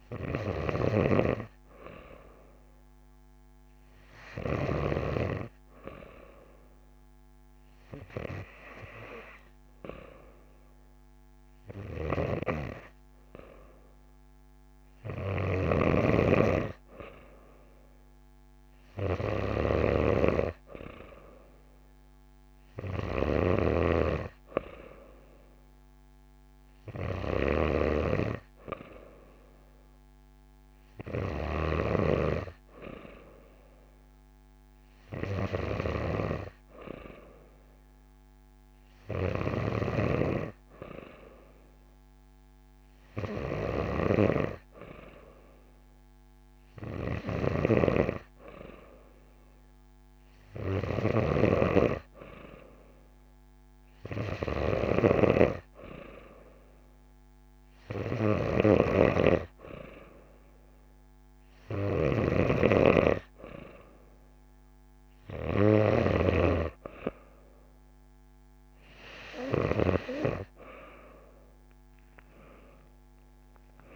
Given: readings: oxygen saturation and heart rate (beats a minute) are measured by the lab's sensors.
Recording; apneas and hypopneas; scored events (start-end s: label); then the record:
breathing in sleep by a microphone on the trachea; none
0.00-4.50 s: snoring (device-marked)
11.50-39.50 s: snoring (device-marked)
47.00-66.00 s: snoring (device-marked)
70.00-73.96 s: new sleep stage, awake
From the record:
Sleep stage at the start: N2 (light sleep); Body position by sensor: on the back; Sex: female